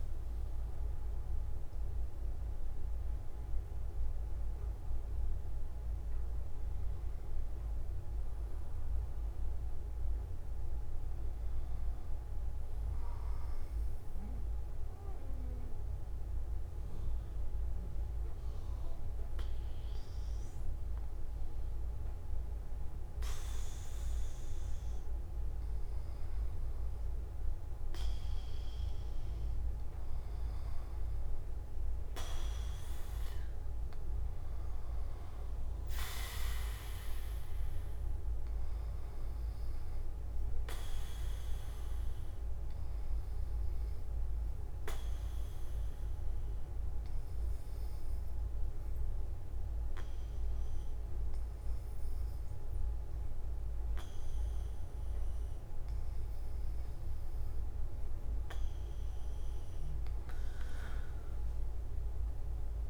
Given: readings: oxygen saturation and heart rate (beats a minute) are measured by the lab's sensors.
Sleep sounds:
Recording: breathing in sleep, hard to hear, by a room microphone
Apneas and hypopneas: 2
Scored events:
14.00-30.00 s: hypopnea (oxygen 96% before, 91% lowest)
43.50-58.50 s: obstructive apnea (oxygen 97% before, 91% lowest)
From the record:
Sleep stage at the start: N2 (light sleep)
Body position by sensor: on the back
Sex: male

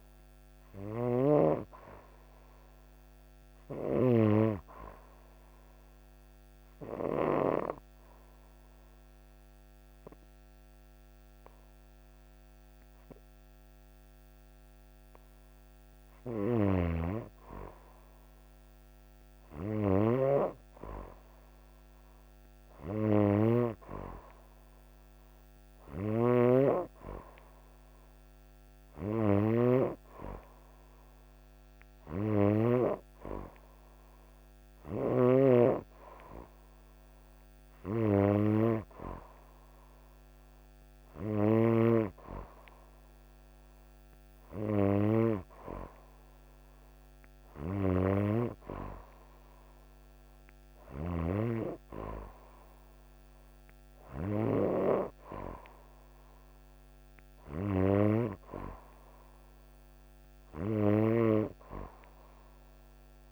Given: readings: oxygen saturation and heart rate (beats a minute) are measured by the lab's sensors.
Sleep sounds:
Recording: breathing in sleep by a microphone on the trachea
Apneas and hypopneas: 1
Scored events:
0.50-4.00 s: snoring (device-marked)
4.00-15.50 s: obstructive apnea (oxygen 96% before, 92% lowest)
16.00-23.50 s: snoring (device-marked)
18.00-21.00 s: arousal
25.50-32.50 s: snoring (device-marked)
From the record:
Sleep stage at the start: N2 (light sleep)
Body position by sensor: on the right side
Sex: female

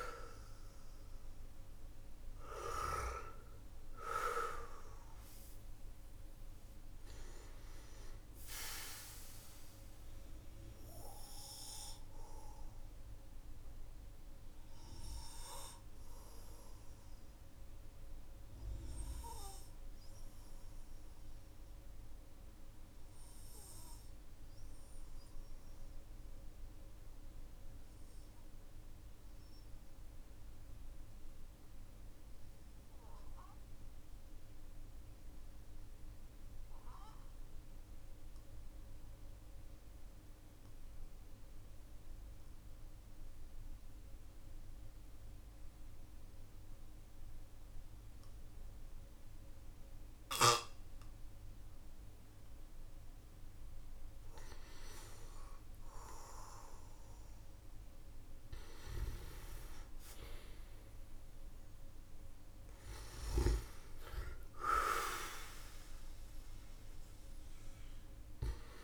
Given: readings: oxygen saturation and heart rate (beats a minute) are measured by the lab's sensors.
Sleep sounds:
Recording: breathing in sleep by a room microphone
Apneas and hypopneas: 1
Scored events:
9.00-36.00 s: oxygen desaturation (device-marked, oxygen 95% before, 91% lowest, heart rate 54 before, 46 extreme)
11.50-52.50 s: obstructive apnea (oxygen 97% before, 91% lowest, heart rate 53 before, 46 extreme, up 14 after)
54.00-58.50 s: arousal
From the record:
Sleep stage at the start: N2 (light sleep)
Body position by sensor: on the back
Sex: male

